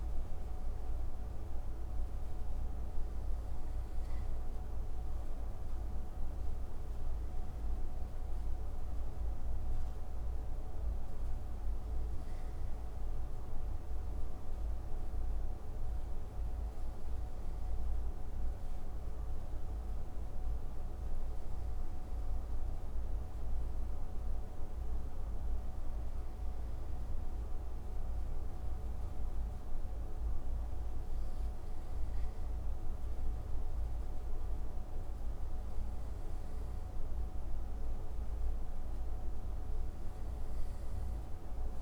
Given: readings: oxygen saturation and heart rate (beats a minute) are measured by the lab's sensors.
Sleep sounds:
breathing in sleep, hard to hear, by a room microphone; none
none scored
From the record:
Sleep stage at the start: N2 (light sleep); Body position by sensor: on the right side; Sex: male

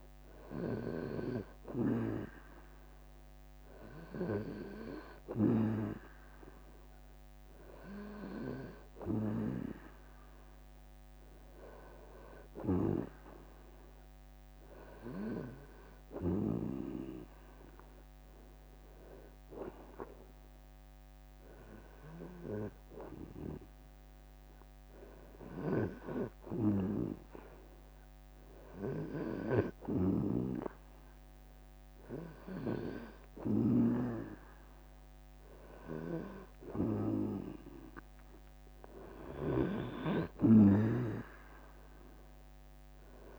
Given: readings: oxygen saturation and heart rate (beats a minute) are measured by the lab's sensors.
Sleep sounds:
breathing in sleep by a microphone on the trachea; none
0.00-2.00 s: long interval between heartbeats (device-marked, heart rate 77 before, 75 extreme)
20.00-22.00 s: long interval between heartbeats (device-marked, heart rate 81 before, 74 extreme)
39.00-43.39 s: drop in pulse transit time (device-marked, heart rate 76 before, 77 extreme)
From the record:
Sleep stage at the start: REM sleep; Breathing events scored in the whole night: 224 in 3.9 hours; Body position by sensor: on the right side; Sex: male

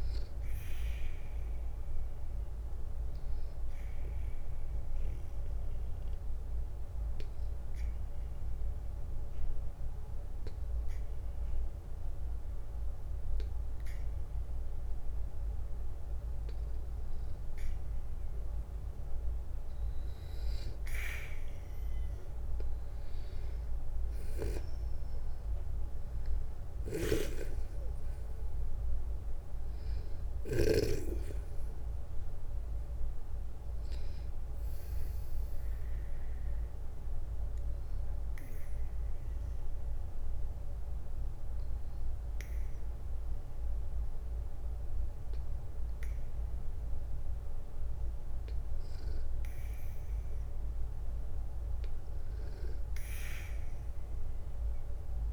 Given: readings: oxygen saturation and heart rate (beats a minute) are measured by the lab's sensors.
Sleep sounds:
breathing in sleep by a room microphone; 2
2.00-19.00 s: obstructive apnea (oxygen 98% before, 93% lowest, heart rate 63 before, 58 extreme, up 9 after)
21.00-25.00 s: arousal
26.00-30.00 s: snoring (device-marked)
35.50-48.00 s: obstructive apnea (oxygen 96% before, 93% lowest, heart rate 64 before, 59 extreme, up 4 after)
42.50-51.50 s: oxygen desaturation (device-marked, oxygen 96% before, 93% lowest, heart rate 64 before, 59 extreme)
From the record:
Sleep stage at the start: N2 (light sleep); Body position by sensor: on the back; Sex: male

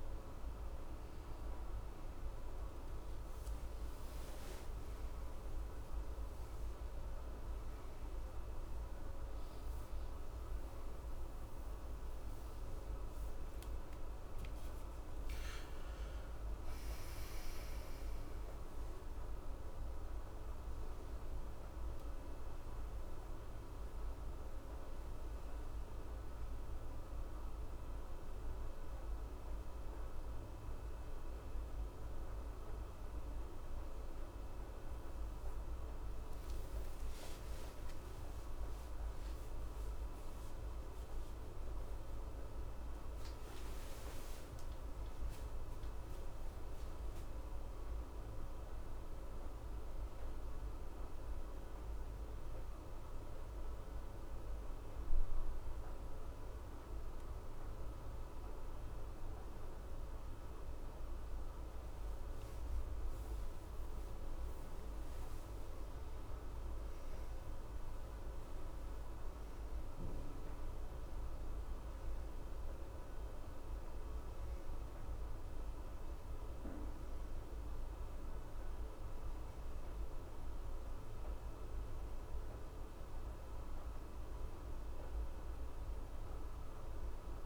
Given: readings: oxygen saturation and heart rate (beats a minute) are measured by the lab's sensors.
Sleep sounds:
a person awake in a sleep study, hard to hear, by a room microphone; none
32.50-87.46 s: new sleep stage, awake
From the record:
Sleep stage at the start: N1 (lightest sleep); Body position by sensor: on the left side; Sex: male

